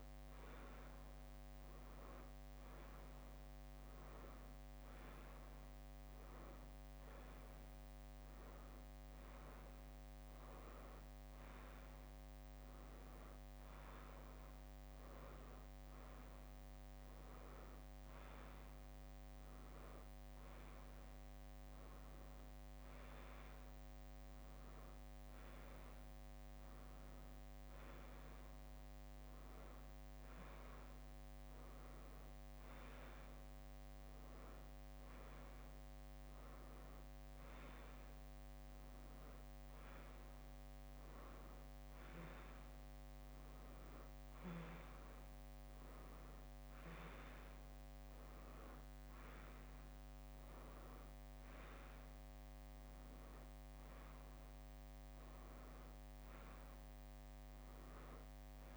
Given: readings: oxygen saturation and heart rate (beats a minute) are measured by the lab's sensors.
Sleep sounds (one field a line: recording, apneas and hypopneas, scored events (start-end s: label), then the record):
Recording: a person awake in a sleep study, hard to hear, by a microphone on the trachea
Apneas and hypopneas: none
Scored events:
1.50-9.50 s: leg movement (device-marked)
7.00-9.00 s: bradycardia (device-marked, heart rate 64 before, 67 extreme)
13.00-23.00 s: leg movement (device-marked)
From the record:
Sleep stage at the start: awake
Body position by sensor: on the right side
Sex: female